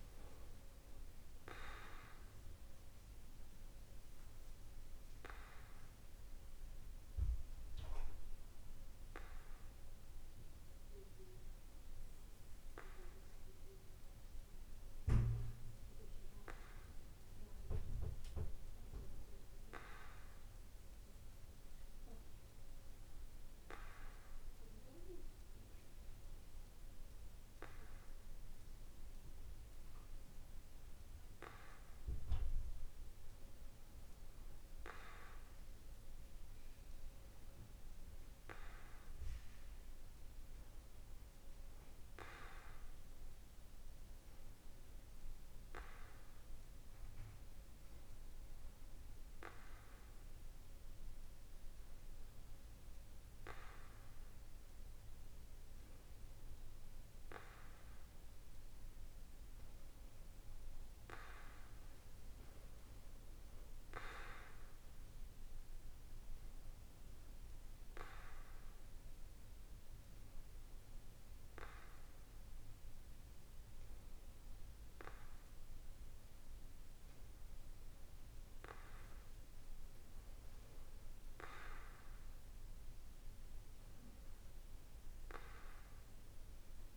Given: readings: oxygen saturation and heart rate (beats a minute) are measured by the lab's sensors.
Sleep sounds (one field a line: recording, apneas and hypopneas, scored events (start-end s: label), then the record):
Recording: breathing in sleep by a room microphone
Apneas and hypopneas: none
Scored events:
none scored
From the record:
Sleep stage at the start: N2 (light sleep)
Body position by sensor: on the back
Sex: male